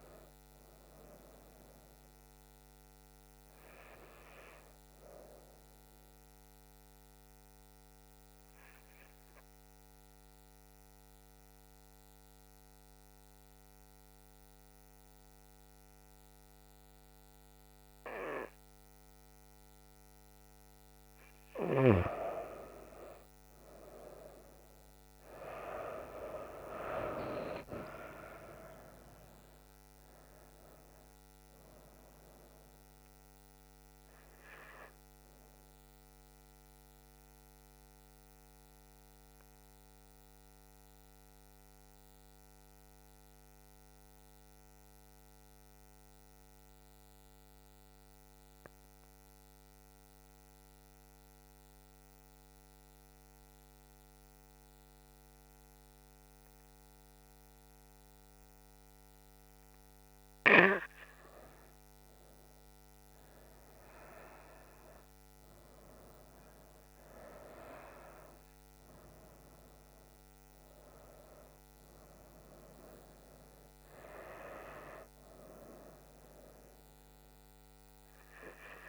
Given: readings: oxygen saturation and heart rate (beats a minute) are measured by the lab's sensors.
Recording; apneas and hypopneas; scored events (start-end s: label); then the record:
breathing in sleep by a microphone on the trachea; 2
0.00-5.00 s: oxygen desaturation (device-marked, oxygen 90% lowest, heart rate 67 extreme)
7.00-20.50 s: central apnea (oxygen 97% before, 89% lowest, heart rate 79 before, 67 extreme, up 11 after)
22.50-26.50 s: arousal
23.00-47.00 s: oxygen desaturation (device-marked, oxygen 97% before, 91% lowest, heart rate 70 before, 67 extreme)
37.00-61.00 s: mixed apnea (oxygen 97% before, 89% lowest, heart rate 75 before, 67 extreme, up 7 after)
59.00-78.89 s: oxygen desaturation (device-marked, oxygen 97% before, 89% lowest, heart rate 70 before, 67 extreme)
63.00-67.00 s: arousal
From the record:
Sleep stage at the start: N2 (light sleep); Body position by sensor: on the back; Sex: female